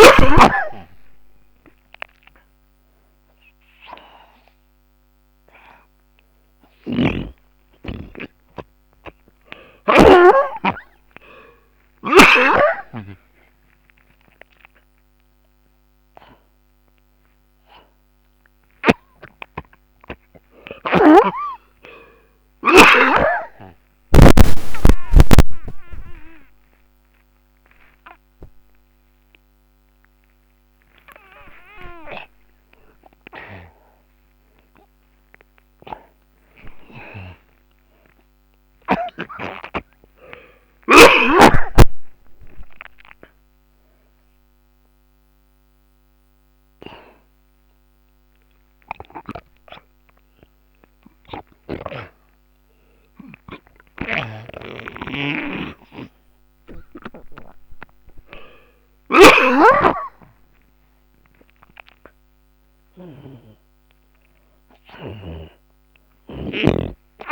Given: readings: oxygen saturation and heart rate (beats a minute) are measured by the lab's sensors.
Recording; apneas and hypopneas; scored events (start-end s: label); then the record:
a person awake in a sleep study, by a microphone on the trachea; none
6.50-17.50 s: oxygen desaturation (device-marked, oxygen 95% before, 88% lowest, heart rate 63 before, 44 extreme)
7.00-10.50 s: snoring (device-marked)
54.50-59.50 s: snoring (device-marked)
65.50-67.32 s: oxygen desaturation (device-marked, oxygen 98% before, 93% lowest, heart rate 61 before, 28 extreme)
65.50-67.32 s: snoring (device-marked)
From the record:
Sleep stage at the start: awake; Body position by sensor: on the back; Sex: male